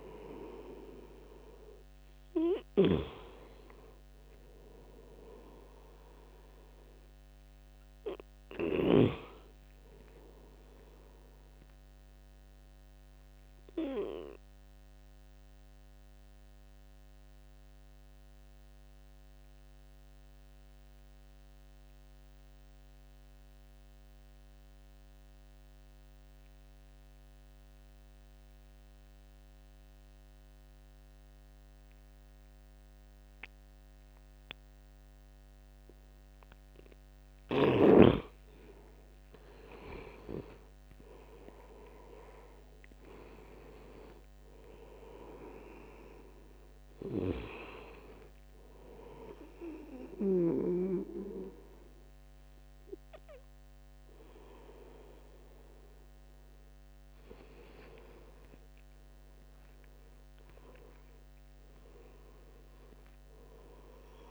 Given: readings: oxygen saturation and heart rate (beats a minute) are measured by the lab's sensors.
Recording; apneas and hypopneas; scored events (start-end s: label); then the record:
breathing in sleep by a microphone on the trachea; 1
0.00-26.50 s: oxygen desaturation (device-marked, oxygen 90% lowest, heart rate 66 extreme)
13.50-36.00 s: obstructive apnea (oxygen 98% before, 86% lowest, heart rate 77 before, 66 extreme, up 9 after)
31.50-64.31 s: oxygen desaturation (device-marked, oxygen 99% before, 86% lowest, heart rate 74 before, 68 extreme)
38.50-42.50 s: arousal
From the record:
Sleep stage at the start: N2 (light sleep); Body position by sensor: on the right side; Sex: male